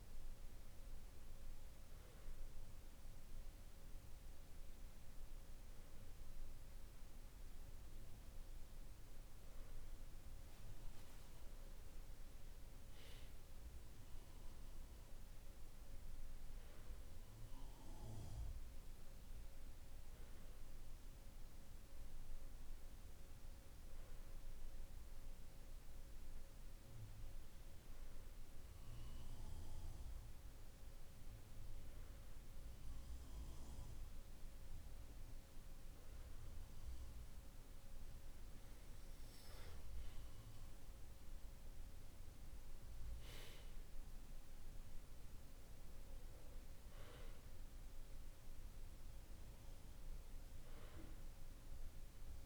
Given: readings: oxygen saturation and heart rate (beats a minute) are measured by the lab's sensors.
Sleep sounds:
breathing in sleep, hard to hear, by a room microphone; none
none scored
From the record:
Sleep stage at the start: N2 (light sleep); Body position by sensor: on the back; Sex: male

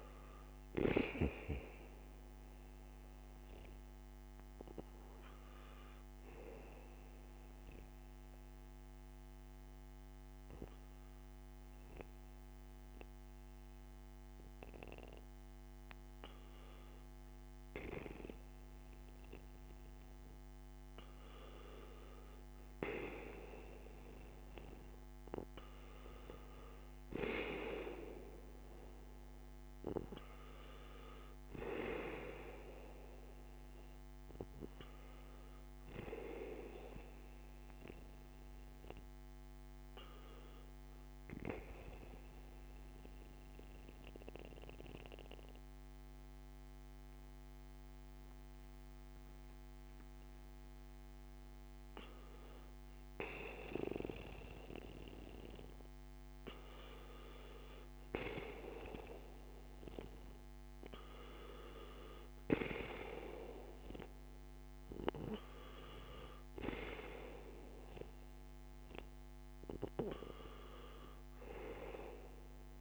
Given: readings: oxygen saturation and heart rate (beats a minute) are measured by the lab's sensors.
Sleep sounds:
breathing in sleep by a microphone on the trachea; 2
7.50-20.50 s: obstructive apnea (oxygen 96% before, 93% lowest, heart rate 61 before, 56 extreme, up 2 after)
25.00-29.00 s: arousal
31.50-50.50 s: oxygen desaturation (device-marked, oxygen 96% before, 93% lowest, heart rate 57 before, 56 extreme)
41.50-52.50 s: hypopnea (oxygen 96% before, 92% lowest, heart rate 58 before, 56 extreme, up 2 after)
54.00-58.50 s: arousal
From the record:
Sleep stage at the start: N1 (lightest sleep); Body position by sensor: on the back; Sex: male

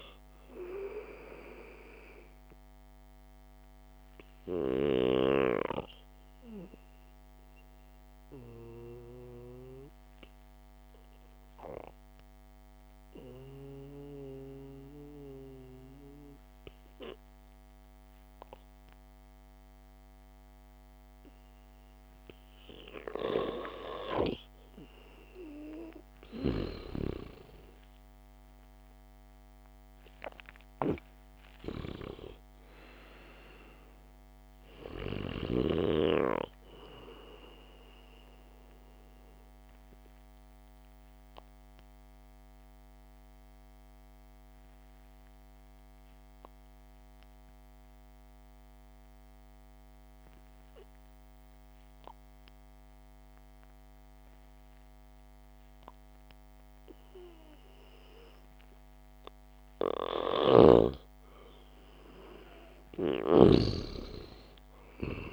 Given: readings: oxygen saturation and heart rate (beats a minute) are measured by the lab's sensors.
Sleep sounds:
breathing in sleep by a microphone on the trachea; 2
8.00-25.00 s: obstructive apnea (oxygen 97% before, 94% lowest, heart rate 66 before, 59 extreme, up 9 after)
26.50-29.50 s: arousal
39.50-59.50 s: obstructive apnea (oxygen 97% before, 93% lowest, heart rate 64 before, 55 extreme, up 4 after)
60.50-64.00 s: snoring (device-marked)
62.00-65.33 s: arousal
From the record:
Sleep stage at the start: N2 (light sleep); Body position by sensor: on the back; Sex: male

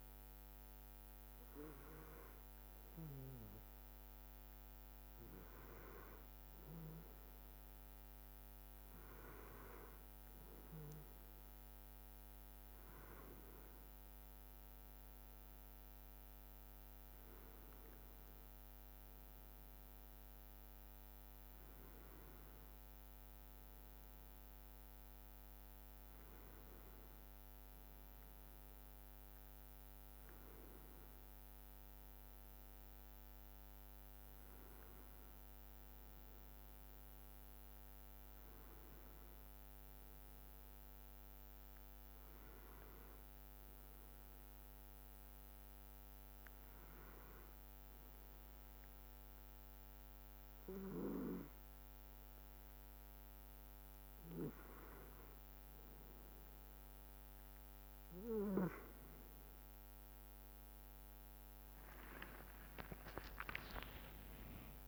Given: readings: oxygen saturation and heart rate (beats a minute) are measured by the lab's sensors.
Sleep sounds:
breathing in sleep by a microphone on the trachea; 1
21.00-26.50 s: arousal
43.50-55.50 s: hypopnea (oxygen 97% before, 94% lowest, heart rate 64 before, 64 extreme, up 1 after)
From the record:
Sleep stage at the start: N1 (lightest sleep); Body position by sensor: on the back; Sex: male

